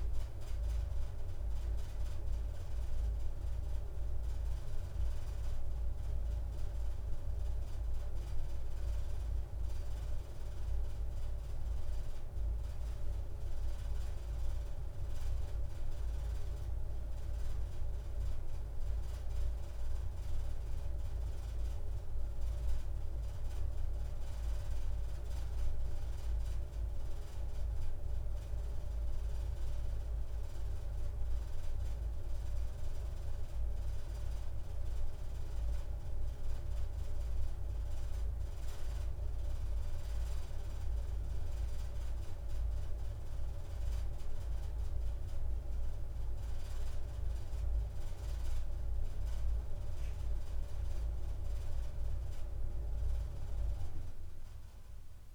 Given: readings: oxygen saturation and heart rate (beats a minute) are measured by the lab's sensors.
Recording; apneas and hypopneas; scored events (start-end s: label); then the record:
breathing in sleep, hard to hear, by a room microphone; none
none scored
From the record:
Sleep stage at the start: N2 (light sleep); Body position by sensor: upright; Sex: female